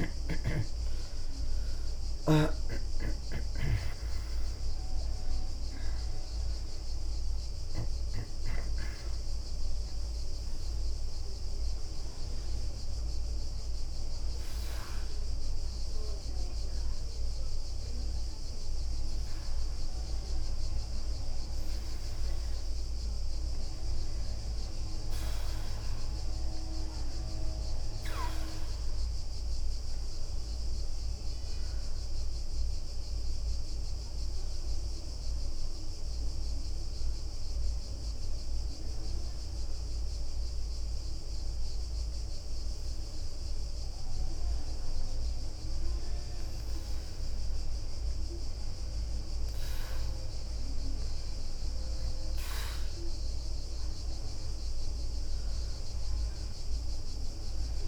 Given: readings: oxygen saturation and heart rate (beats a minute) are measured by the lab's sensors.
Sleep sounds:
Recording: a person partly awake in a sleep study, by a room microphone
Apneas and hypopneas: 1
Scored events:
0.00-22.50 s: oxygen desaturation (device-marked, oxygen 89% lowest, heart rate 62 extreme)
10.00-15.50 s: leg movement (device-marked)
23.00-30.00 s: leg movement (device-marked)
26.50-57.88 s: new sleep stage, N2 (light sleep)
33.50-37.50 s: leg movement (device-marked)
36.00-46.50 s: obstructive apnea (oxygen 99% before, 93% lowest, heart rate 69 before, 62 extreme, up 8 after)
49.50-53.00 s: arousal
From the record:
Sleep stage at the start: awake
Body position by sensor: on the back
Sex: female

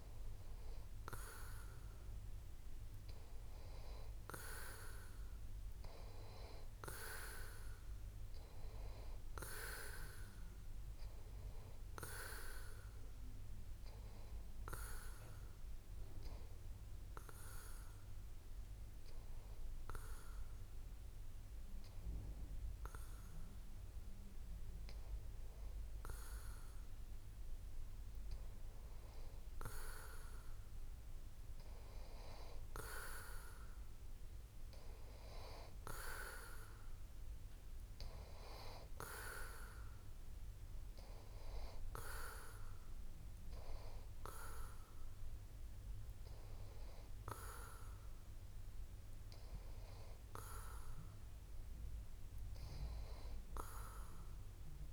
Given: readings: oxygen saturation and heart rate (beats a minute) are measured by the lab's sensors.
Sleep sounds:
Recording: breathing in sleep by a room microphone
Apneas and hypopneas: none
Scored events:
none scored
From the record:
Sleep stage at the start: N2 (light sleep)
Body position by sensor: on the back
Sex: male

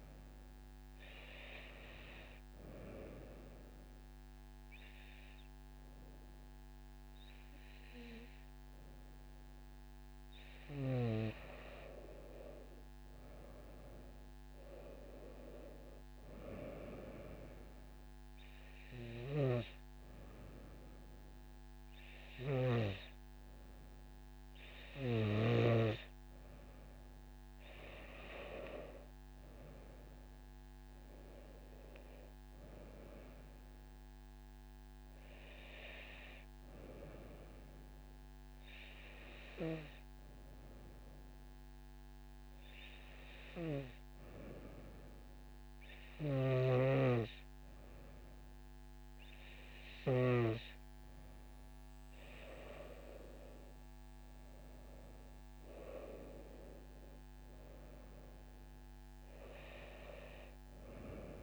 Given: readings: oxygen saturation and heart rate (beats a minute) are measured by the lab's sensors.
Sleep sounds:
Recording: breathing in sleep by a microphone on the trachea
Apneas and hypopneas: 1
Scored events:
29.50-33.50 s: arousal
38.00-51.00 s: hypopnea (oxygen 97% before, 94% lowest)
53.50-57.00 s: arousal
From the record:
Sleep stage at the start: N2 (light sleep)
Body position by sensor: on the right side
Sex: female

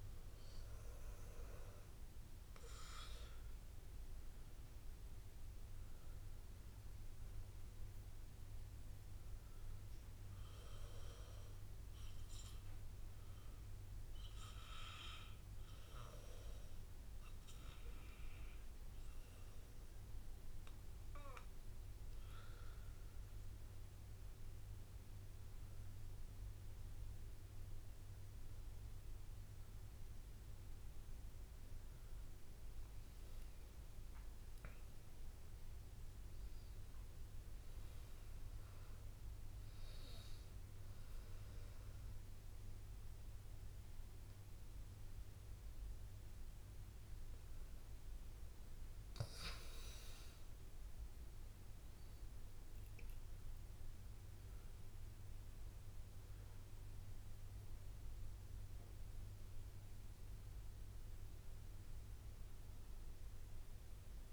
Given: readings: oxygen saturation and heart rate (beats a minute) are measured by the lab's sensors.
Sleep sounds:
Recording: breathing in sleep, hard to hear, by a room microphone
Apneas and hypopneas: 1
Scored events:
5.00-8.50 s: arousal
12.00-23.00 s: hypopnea (oxygen 99% before, 95% lowest)
13.50-15.50 s: long interval between heartbeats (device-marked)
25.00-27.00 s: long interval between heartbeats (device-marked)
28.00-33.00 s: arousal
30.00-32.00 s: long interval between heartbeats (device-marked)
33.00-35.00 s: long interval between heartbeats (device-marked)
37.50-39.50 s: long interval between heartbeats (device-marked)
41.00-43.00 s: long interval between heartbeats (device-marked)
43.00-45.00 s: long interval between heartbeats (device-marked, heart rate 30 before, 41 extreme)
46.50-48.50 s: long interval between heartbeats (device-marked, heart rate 35 before, 60 extreme)
52.00-54.00 s: long interval between heartbeats (device-marked, heart rate 41 before, 46 extreme)
60.50-62.50 s: long interval between heartbeats (device-marked, heart rate 45 before, 57 extreme)
61.00-64.33 s: arousal
From the record:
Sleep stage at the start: N2 (light sleep)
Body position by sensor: on the back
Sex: male

